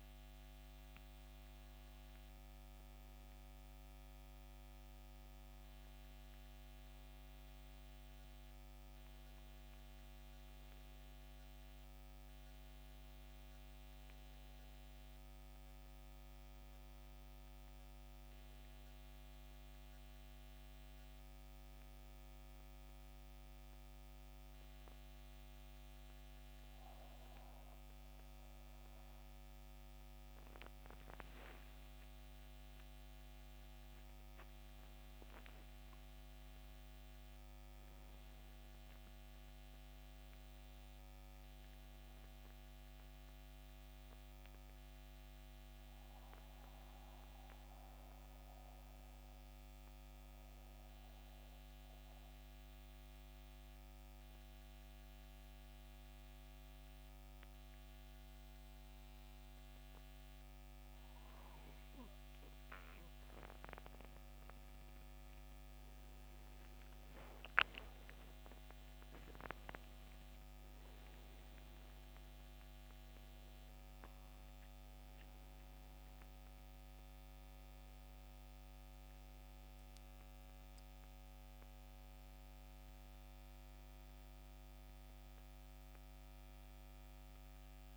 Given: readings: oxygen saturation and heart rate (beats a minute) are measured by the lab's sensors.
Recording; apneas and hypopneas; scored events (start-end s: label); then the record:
breathing in sleep, hard to hear, by a microphone on the trachea; 2
0.00-20.50 s: oxygen desaturation (device-marked, oxygen 88% lowest, heart rate 67 extreme)
18.50-33.00 s: hypopnea (oxygen 94% before, 87% lowest, heart rate 74 before, 66 extreme, up 7 after)
34.50-38.50 s: arousal
44.50-87.97 s: new sleep stage, N2 (light sleep)
47.00-62.00 s: central apnea (oxygen 96% before, 87% lowest, heart rate 71 before, 66 extreme, up 13 after)
64.50-68.00 s: arousal
66.50-87.97 s: oxygen desaturation (device-marked, oxygen 92% before, 87% lowest, heart rate 68 before, 64 extreme)
From the record:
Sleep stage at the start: N1 (lightest sleep); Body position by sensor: on the back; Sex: male